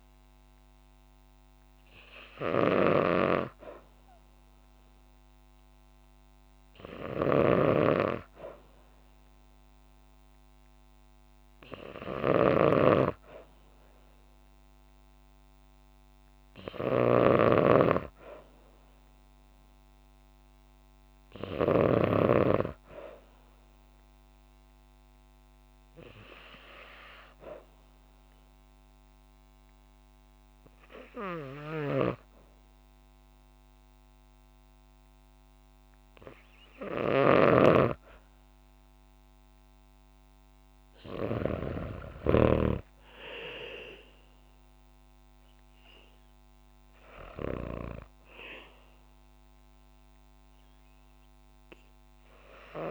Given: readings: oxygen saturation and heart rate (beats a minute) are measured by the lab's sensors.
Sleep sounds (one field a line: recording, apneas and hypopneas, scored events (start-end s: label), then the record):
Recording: breathing in sleep by a microphone on the trachea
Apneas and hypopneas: 1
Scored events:
0.00-21.50 s: snoring (device-marked)
23.50-36.00 s: hypopnea (oxygen 96% before, 95% lowest, heart rate 61 before, 56 extreme, up 5 after)
31.00-42.00 s: snoring (device-marked)
41.50-45.00 s: arousal
From the record:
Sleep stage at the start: N2 (light sleep)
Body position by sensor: on the back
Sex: female